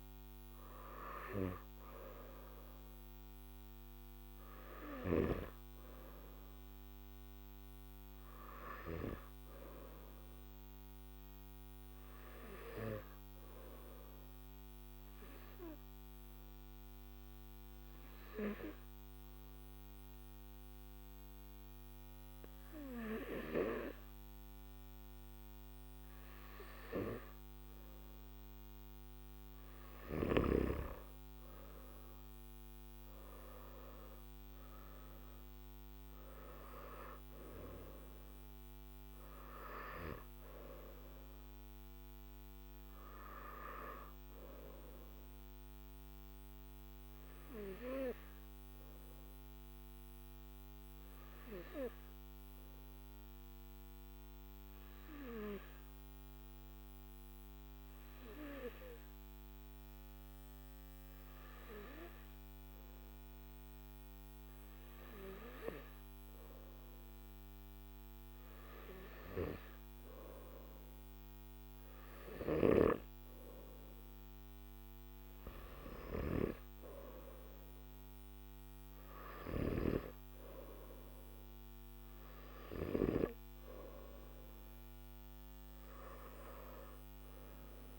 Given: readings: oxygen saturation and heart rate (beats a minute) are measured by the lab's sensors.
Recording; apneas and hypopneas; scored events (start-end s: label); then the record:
breathing in sleep by a microphone on the trachea; 2
14.00-29.50 s: obstructive apnea (oxygen 97% before, 93% lowest, heart rate 58 before, 49 extreme, up 6 after)
25.50-87.99 s: new sleep stage, N3 (deep sleep)
30.50-57.50 s: oxygen desaturation (device-marked, oxygen 97% before, 93% lowest, heart rate 56 before, 49 extreme)
49.00-66.00 s: obstructive apnea (oxygen 97% before, 94% lowest, heart rate 55 before, 51 extreme, up 2 after)
From the record:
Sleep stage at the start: N2 (light sleep); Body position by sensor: on the back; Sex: male